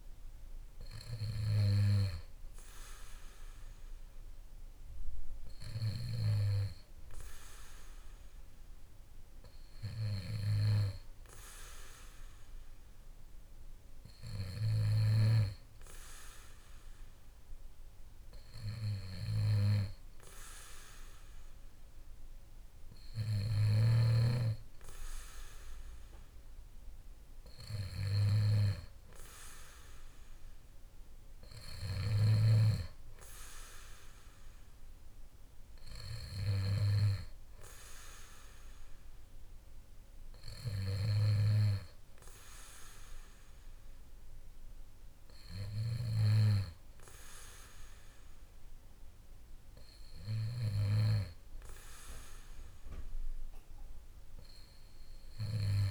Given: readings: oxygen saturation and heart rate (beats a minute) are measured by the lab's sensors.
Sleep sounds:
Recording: breathing in sleep by a room microphone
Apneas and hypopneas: none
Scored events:
none scored
From the record:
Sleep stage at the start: N2 (light sleep)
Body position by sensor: on the back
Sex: male

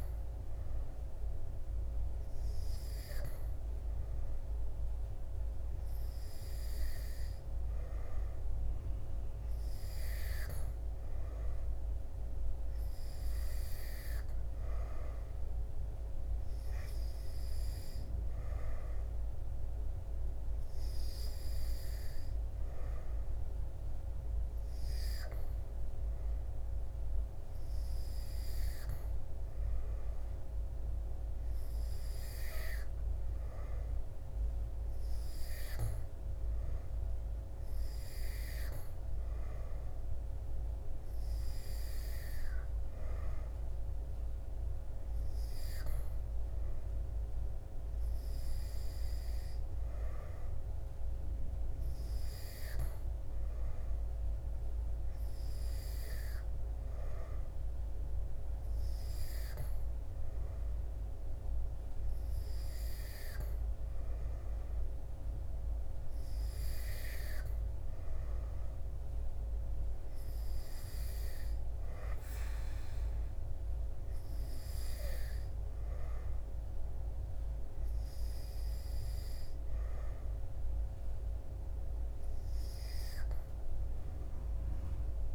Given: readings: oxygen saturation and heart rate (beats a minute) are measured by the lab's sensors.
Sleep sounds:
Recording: breathing in sleep, hard to hear, by a room microphone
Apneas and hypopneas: none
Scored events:
none scored
From the record:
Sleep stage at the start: N2 (light sleep)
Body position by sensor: on the back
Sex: male

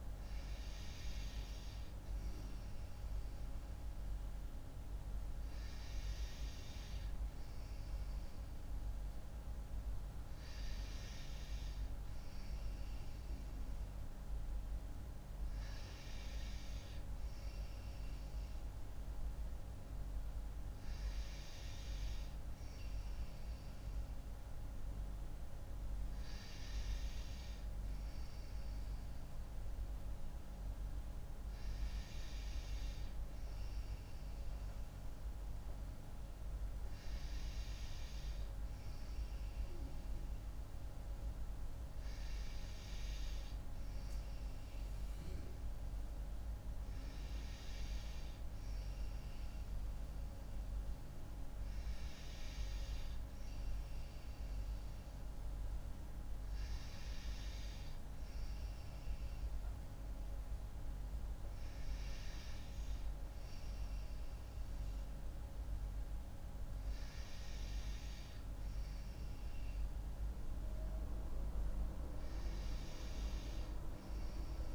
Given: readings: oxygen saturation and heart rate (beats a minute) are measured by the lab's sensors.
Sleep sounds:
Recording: breathing in sleep, hard to hear, by a room microphone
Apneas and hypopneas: none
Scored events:
none scored
From the record:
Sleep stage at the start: N2 (light sleep)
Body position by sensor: on the right side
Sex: female

